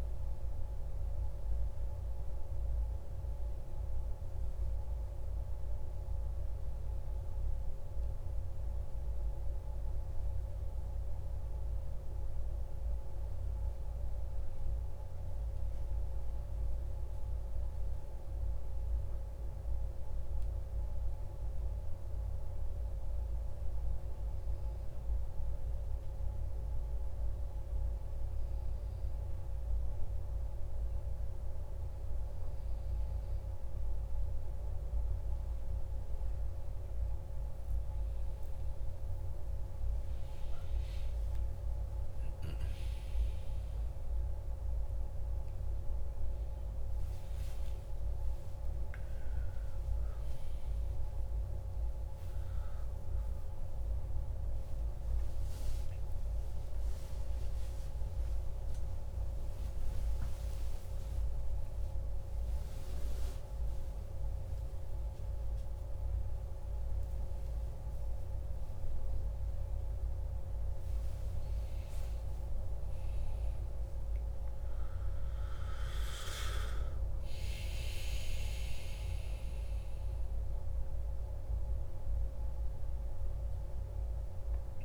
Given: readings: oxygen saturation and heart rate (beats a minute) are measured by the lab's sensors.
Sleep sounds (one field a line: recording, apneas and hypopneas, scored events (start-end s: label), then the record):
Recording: a person awake in a sleep study, hard to hear, by a room microphone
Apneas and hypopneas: none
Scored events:
27.00-84.85 s: new sleep stage, awake
From the record:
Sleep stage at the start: N1 (lightest sleep)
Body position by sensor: on the back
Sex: male